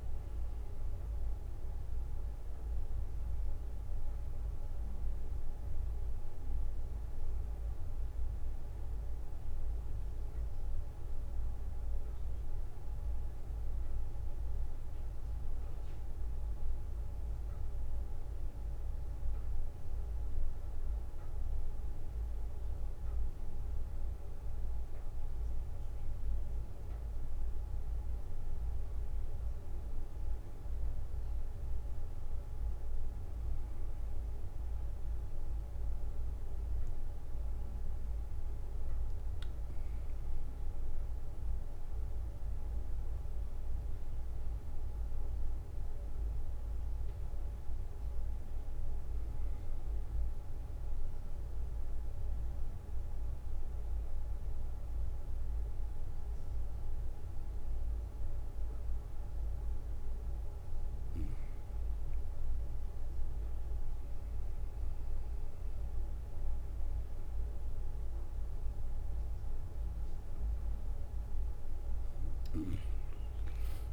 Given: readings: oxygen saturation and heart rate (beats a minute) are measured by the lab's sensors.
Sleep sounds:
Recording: breathing in sleep, hard to hear, by a room microphone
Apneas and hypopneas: 1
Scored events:
44.00-47.50 s: arousal
50.50-63.00 s: obstructive apnea (oxygen 96% before, 94% lowest, heart rate 64 before, 61 extreme, up 2 after)
65.00-68.50 s: arousal
From the record:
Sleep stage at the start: N2 (light sleep)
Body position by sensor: on the back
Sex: male

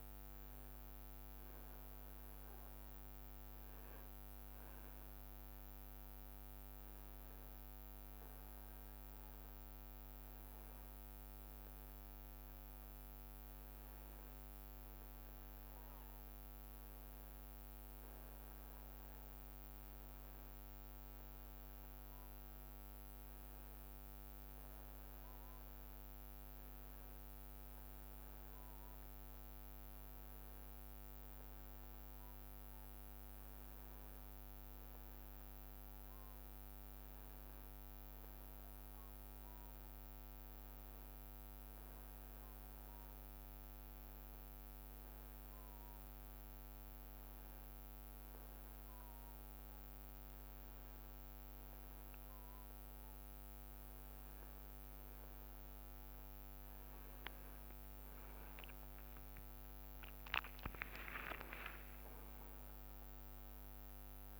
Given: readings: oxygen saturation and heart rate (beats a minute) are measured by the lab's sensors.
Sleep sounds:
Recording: breathing in sleep, hard to hear, by a microphone on the trachea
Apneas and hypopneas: none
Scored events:
33.00-36.50 s: leg movement (device-marked)
39.00-41.50 s: leg movement (device-marked)
56.00-63.00 s: leg movement (device-marked)
58.50-62.50 s: arousal
From the record:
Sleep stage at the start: N1 (lightest sleep)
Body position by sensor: on the back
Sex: male

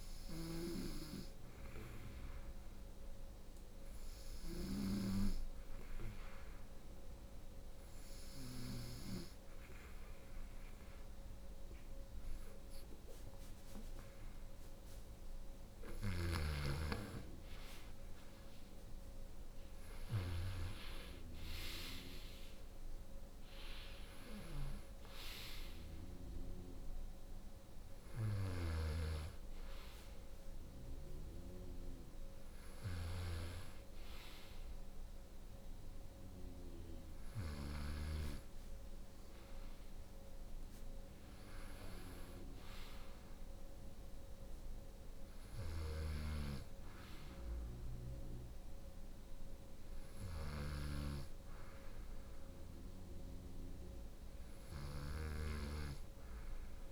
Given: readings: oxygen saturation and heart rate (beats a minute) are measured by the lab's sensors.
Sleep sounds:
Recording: breathing in sleep by a room microphone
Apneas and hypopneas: none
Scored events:
0.00-2.50 s: arousal
0.00-8.00 s: snoring (device-marked)
15.00-37.00 s: snoring (device-marked)
40.00-44.50 s: arousal
44.50-56.91 s: snoring (device-marked)
From the record:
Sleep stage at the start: N2 (light sleep)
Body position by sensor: on the right side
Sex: female

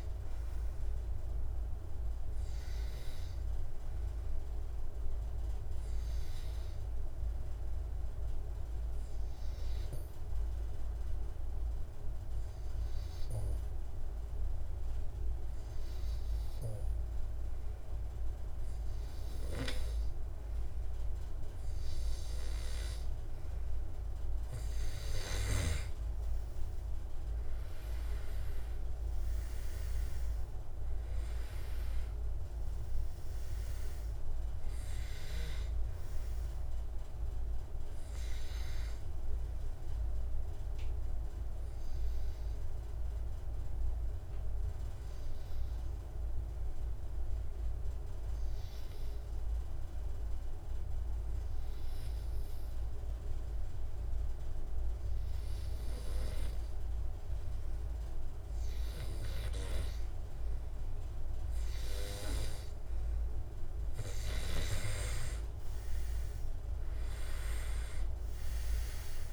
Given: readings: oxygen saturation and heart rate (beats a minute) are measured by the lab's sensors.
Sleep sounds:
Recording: breathing in sleep by a room microphone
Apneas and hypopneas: 2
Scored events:
4.50-23.50 s: obstructive apnea (oxygen 97% before, 91% lowest, heart rate 77 before, 67 extreme, up 5 after)
26.00-29.50 s: arousal
26.00-52.00 s: oxygen desaturation (device-marked, oxygen 97% before, 91% lowest, heart rate 82 before, 67 extreme)
42.00-61.00 s: obstructive apnea (oxygen 97% before, 91% lowest, heart rate 74 before, 68 extreme, up 3 after)
62.00-69.33 s: oxygen desaturation (device-marked, oxygen 99% before, 91% lowest, heart rate 69 before, 68 extreme)
65.50-69.33 s: arousal
From the record:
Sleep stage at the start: N2 (light sleep)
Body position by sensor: on the back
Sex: male

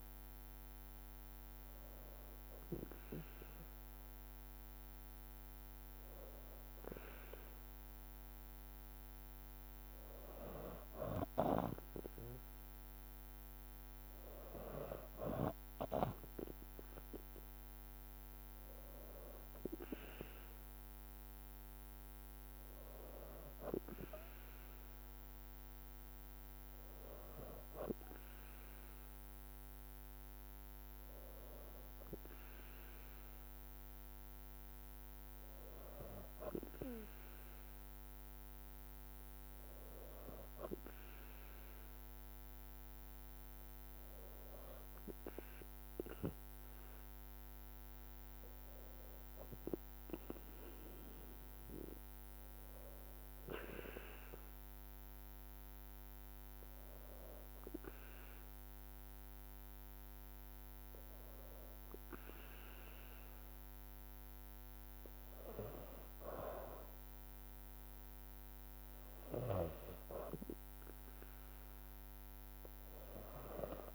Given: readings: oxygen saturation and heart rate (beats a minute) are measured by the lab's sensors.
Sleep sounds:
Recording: breathing in sleep by a microphone on the trachea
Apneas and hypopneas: none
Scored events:
none scored
From the record:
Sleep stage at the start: N2 (light sleep)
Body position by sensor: on the back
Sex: female

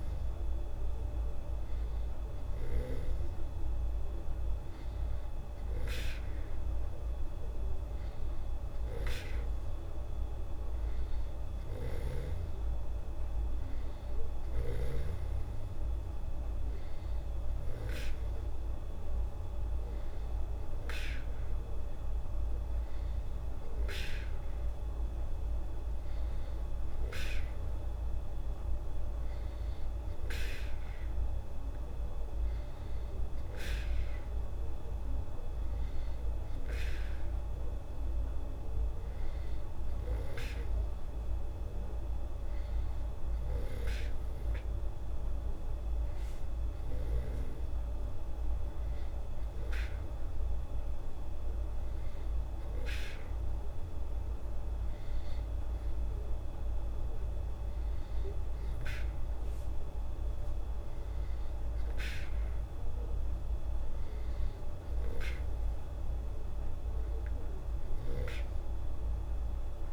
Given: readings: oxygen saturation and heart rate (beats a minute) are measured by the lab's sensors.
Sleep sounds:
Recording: breathing in sleep by a room microphone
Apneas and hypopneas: none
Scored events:
none scored
From the record:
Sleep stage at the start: N2 (light sleep)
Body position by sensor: on the back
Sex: female

